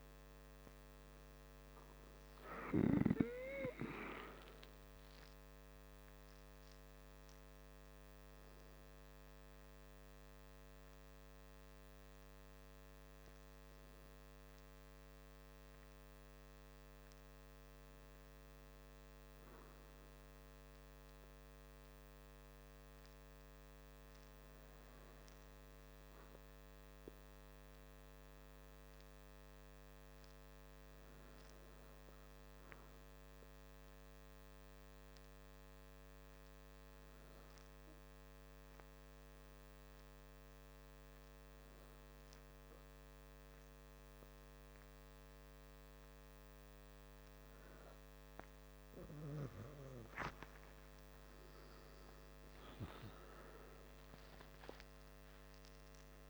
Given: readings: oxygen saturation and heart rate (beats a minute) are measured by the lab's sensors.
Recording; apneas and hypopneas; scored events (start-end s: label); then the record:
breathing in sleep by a microphone on the trachea; 1
0.50-15.50 s: oxygen desaturation (device-marked, oxygen 96% before, 92% lowest, heart rate 99 before, 56 extreme)
22.50-27.00 s: arousal
29.50-47.50 s: hypopnea (oxygen 97% before, 95% lowest, heart rate 66 before, 48 extreme, up 43 after)
49.00-52.00 s: arousal
From the record:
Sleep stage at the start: N2 (light sleep); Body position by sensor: on the back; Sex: male